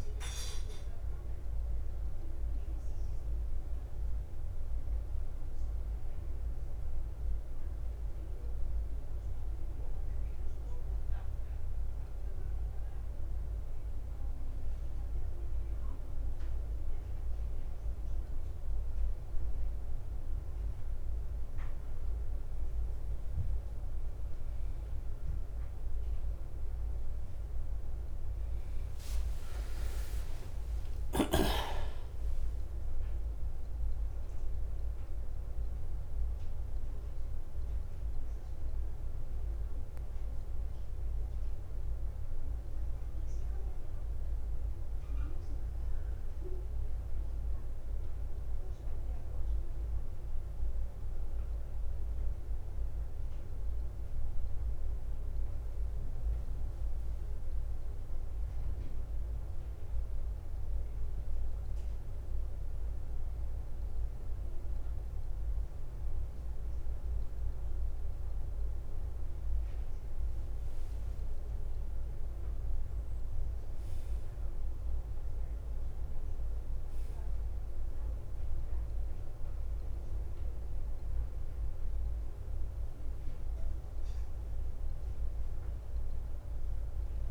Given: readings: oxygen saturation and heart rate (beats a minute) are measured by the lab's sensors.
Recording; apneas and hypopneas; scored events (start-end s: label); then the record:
breathing in sleep, hard to hear, by a room microphone; 2
0.00-2.50 s: arousal
0.00-28.00 s: bradycardia (device-marked, heart rate 51 extreme)
5.50-19.50 s: hypopnea (oxygen 96% before, 90% lowest, heart rate 59 before, 55 extreme, up 3 after)
23.00-27.00 s: arousal
29.00-59.00 s: new sleep stage, N1 (lightest sleep)
31.00-47.00 s: oxygen desaturation (device-marked, oxygen 95% before, 90% lowest, heart rate 56 before, 55 extreme)
38.00-87.31 s: bradycardia (device-marked, heart rate 59 before, 49 extreme)
53.50-56.50 s: arousal
58.50-70.00 s: mixed apnea (oxygen 94% before, 92% lowest, heart rate 58 before, 54 extreme, up 4 after)
59.00-87.31 s: new sleep stage, N2 (light sleep)
71.50-73.50 s: long interval between heartbeats (device-marked, heart rate 56 before, 59 extreme)
73.00-78.00 s: arousal
78.00-87.31 s: oxygen desaturation (device-marked, oxygen 98% before, 92% lowest, heart rate 56 before, 55 extreme)
From the record:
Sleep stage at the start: N2 (light sleep); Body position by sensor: on the right side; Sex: male